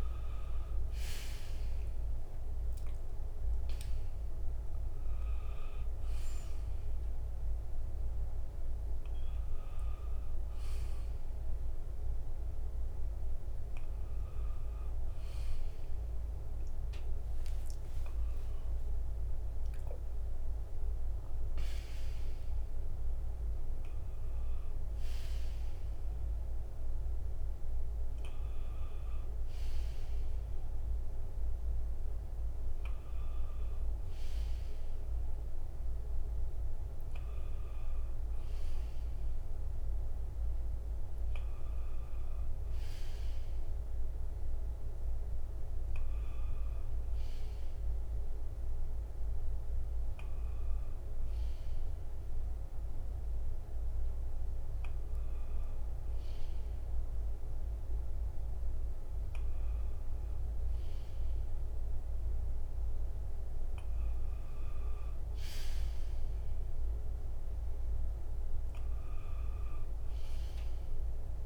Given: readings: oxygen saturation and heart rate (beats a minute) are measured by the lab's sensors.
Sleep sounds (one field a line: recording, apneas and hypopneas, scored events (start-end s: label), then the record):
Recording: a person partly awake in a sleep study, hard to hear, by a room microphone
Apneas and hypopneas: none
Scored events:
0.00-13.00 s: oxygen desaturation (device-marked, oxygen 92% lowest, heart rate 60 extreme)
14.00-71.46 s: new sleep stage, N1 (lightest sleep)
From the record:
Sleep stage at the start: awake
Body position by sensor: on the back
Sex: male